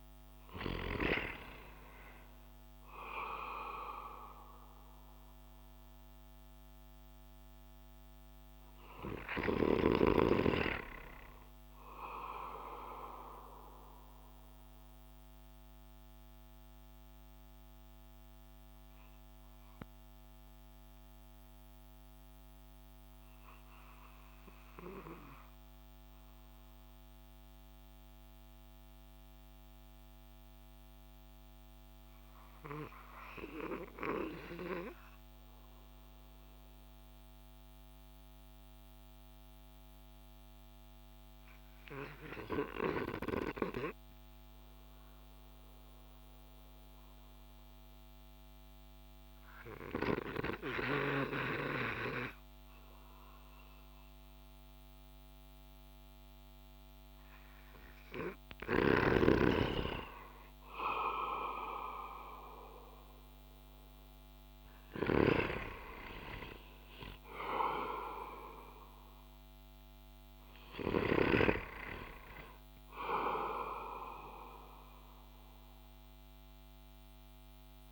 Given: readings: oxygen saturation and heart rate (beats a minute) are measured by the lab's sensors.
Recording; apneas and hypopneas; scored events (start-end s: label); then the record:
breathing in sleep by a microphone on the trachea; 1
0.00-1.50 s: oxygen desaturation (device-marked, oxygen 84% lowest)
13.50-56.50 s: obstructive apnea (oxygen 89% before, 85% lowest)
49.50-77.92 s: oxygen desaturation (device-marked, oxygen 98% before, 91% lowest)
59.00-63.50 s: arousal
64.50-71.00 s: snoring (device-marked)
From the record:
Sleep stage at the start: REM sleep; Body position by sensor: on the back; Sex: male